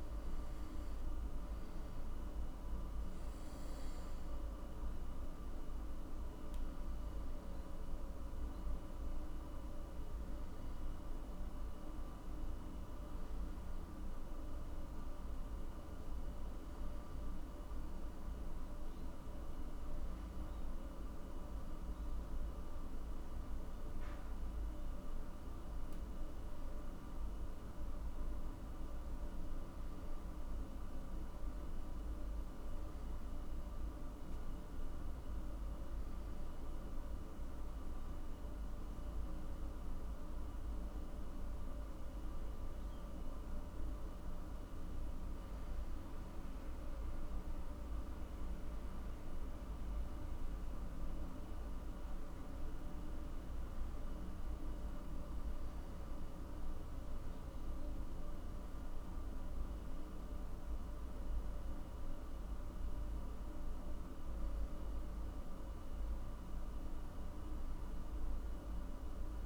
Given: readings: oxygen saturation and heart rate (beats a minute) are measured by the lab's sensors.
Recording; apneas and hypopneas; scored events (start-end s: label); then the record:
a person awake in a sleep study, hard to hear, by a room microphone; none
11.00-69.46 s: new sleep stage, awake
From the record:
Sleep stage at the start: N2 (light sleep); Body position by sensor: on the back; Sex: male